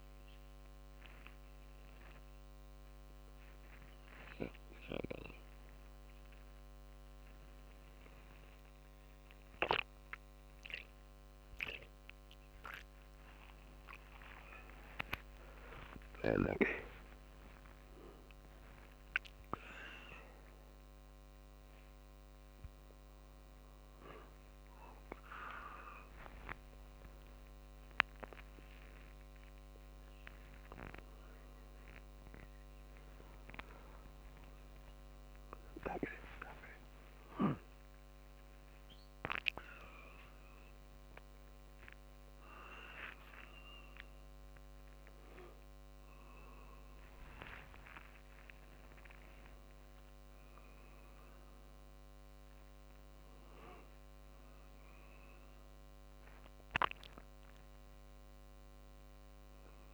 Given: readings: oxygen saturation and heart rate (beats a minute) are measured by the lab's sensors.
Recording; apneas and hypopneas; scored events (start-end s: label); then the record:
a person awake in a sleep study, by a microphone on the trachea; none
0.00-4.50 s: tachycardia (device-marked, heart rate 179 extreme)
0.00-6.50 s: drop in pulse transit time (device-marked, heart rate 103 extreme)
1.00-3.00 s: long interval between heartbeats (device-marked, heart rate 103 before, 140 extreme)
3.50-5.50 s: long interval between heartbeats (device-marked, heart rate 115 before, 111 extreme)
5.50-19.50 s: tachycardia (device-marked, heart rate 58 before, 147 extreme)
14.50-16.50 s: long interval between heartbeats (device-marked, heart rate 137 before, 121 extreme)
18.00-20.00 s: long interval between heartbeats (device-marked, heart rate 130 before, 138 extreme)
20.50-32.50 s: drop in pulse transit time (device-marked, heart rate 126 before, 56 extreme)
41.50-43.50 s: long interval between heartbeats (device-marked, heart rate 61 before, 64 extreme)
50.00-52.00 s: long interval between heartbeats (device-marked, heart rate 59 before, 63 extreme)
From the record:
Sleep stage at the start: awake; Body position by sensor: on the back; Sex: male